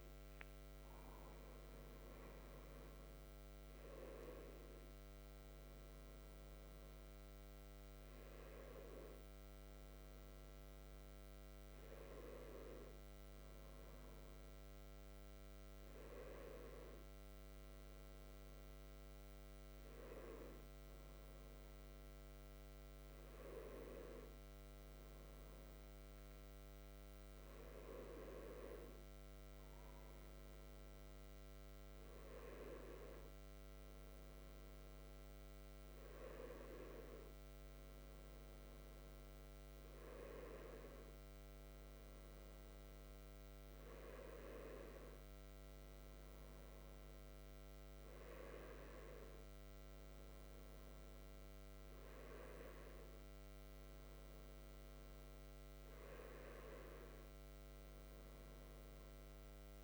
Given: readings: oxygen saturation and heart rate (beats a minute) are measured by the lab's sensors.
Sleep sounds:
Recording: breathing in sleep by a microphone on the trachea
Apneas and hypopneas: none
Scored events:
none scored
From the record:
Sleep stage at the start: N1 (lightest sleep)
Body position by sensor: on the right side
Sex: male

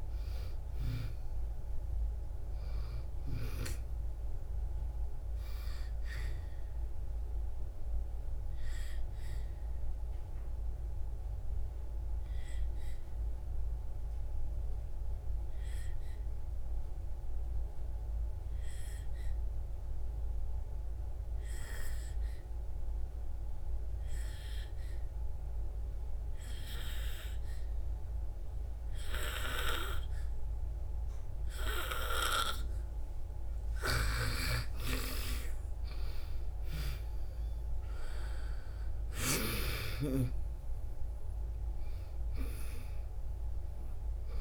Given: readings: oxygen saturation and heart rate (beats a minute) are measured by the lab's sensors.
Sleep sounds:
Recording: breathing in sleep by a room microphone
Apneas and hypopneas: 1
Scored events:
0.00-21.50 s: oxygen desaturation (device-marked, oxygen 85% lowest, heart rate 56 extreme)
7.50-33.50 s: obstructive apnea (oxygen 99% before, 85% lowest, heart rate 69 before, 56 extreme, up 10 after)
36.00-40.00 s: arousal
41.50-44.41 s: oxygen desaturation (device-marked, oxygen 96% before, 88% lowest, heart rate 64 before, 57 extreme)
From the record:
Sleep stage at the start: N2 (light sleep)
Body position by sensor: on the back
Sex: female

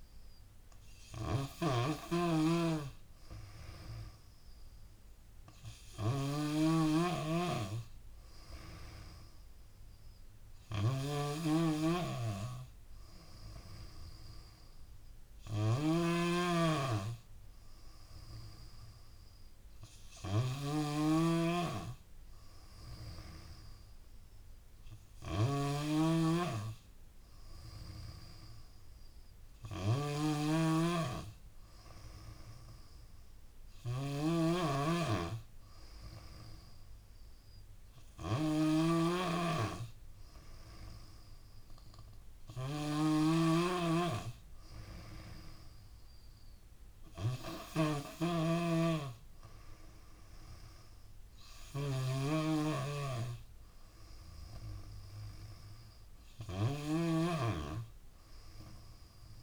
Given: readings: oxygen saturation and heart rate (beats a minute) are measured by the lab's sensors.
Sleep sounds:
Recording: breathing in sleep by a room microphone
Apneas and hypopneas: none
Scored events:
0.00-59.43 s: snoring (device-marked)
48.50-59.43 s: drop in pulse transit time (device-marked, heart rate 80 before, 79 extreme)
From the record:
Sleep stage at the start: N2 (light sleep)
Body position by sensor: on the back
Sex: female

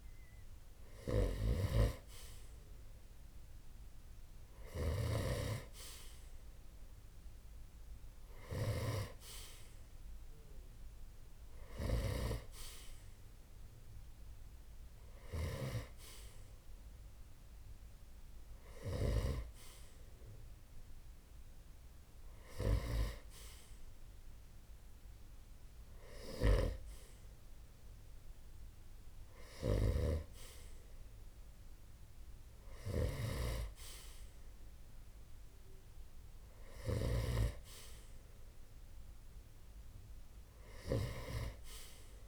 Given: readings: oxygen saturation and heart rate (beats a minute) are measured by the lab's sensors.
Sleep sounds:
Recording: breathing in sleep by a room microphone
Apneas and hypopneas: none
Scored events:
4.00-11.50 s: snoring (device-marked)
From the record:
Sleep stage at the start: N2 (light sleep)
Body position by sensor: on the right side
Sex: male

